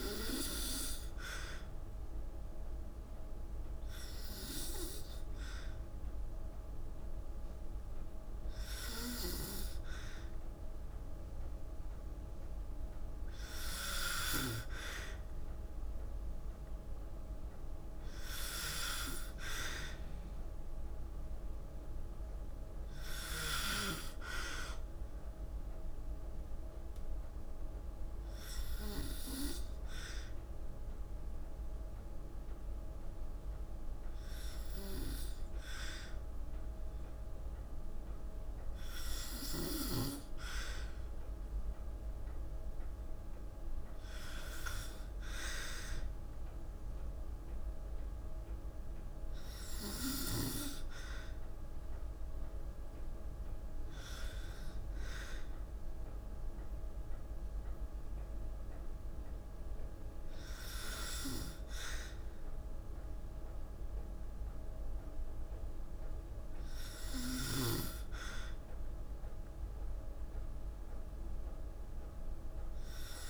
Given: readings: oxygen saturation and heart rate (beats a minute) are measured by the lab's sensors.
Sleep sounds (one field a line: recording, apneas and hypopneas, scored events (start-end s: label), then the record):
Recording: breathing in sleep by a room microphone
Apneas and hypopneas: 2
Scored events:
1.00-11.50 s: hypopnea (oxygen 95% before, 92% lowest, heart rate 56 before, 53 extreme)
13.00-16.50 s: arousal
25.00-39.00 s: hypopnea (oxygen 95% before, 94% lowest, heart rate 54 before, 53 extreme, up 2 after)
41.00-44.00 s: arousal
From the record:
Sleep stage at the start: N2 (light sleep)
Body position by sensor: on the back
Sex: female